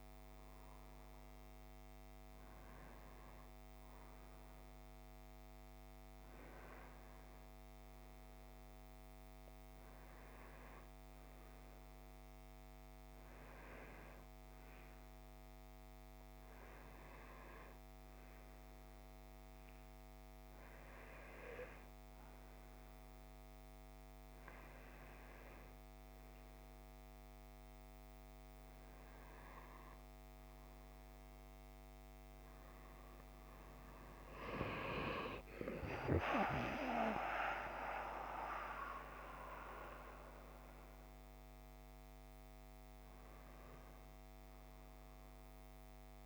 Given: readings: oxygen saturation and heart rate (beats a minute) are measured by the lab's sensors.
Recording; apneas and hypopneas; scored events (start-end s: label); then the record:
breathing in sleep by a microphone on the trachea; none
36.50-42.50 s: arousal
From the record:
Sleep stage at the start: N1 (lightest sleep); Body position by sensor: on the back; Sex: male